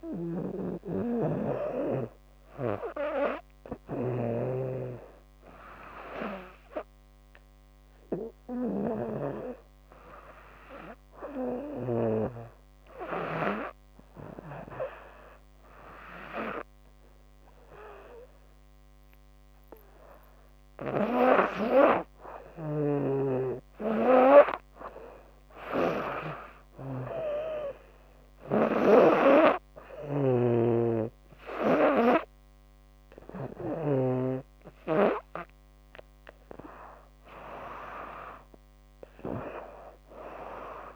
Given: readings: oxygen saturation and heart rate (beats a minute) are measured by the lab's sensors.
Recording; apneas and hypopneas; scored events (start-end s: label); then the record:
breathing in sleep by a microphone on the trachea; 1
0.00-11.50 s: snoring (device-marked)
6.50-24.00 s: hypopnea (oxygen 100% before, 94% lowest, heart rate 78 before, 78 extreme, up 8 after)
22.00-33.00 s: snoring (device-marked)
25.50-28.50 s: arousal
27.00-40.95 s: oxygen desaturation (device-marked, oxygen 98% before, 94% lowest, heart rate 79 before, 65 extreme)
From the record:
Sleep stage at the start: REM sleep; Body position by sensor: on the back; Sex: female